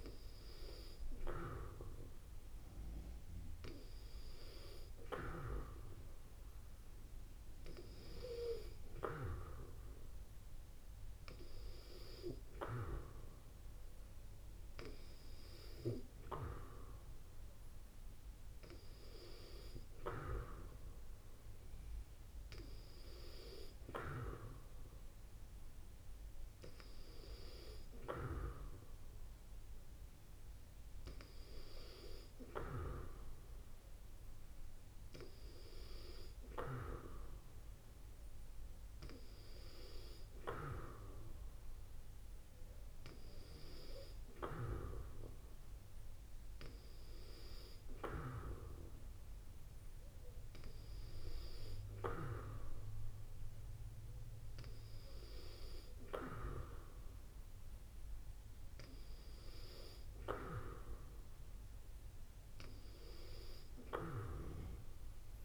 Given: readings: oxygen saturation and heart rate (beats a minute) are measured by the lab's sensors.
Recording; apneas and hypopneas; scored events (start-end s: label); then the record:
breathing in sleep by a room microphone; none
none scored
From the record:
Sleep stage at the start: N2 (light sleep); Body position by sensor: on the back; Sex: female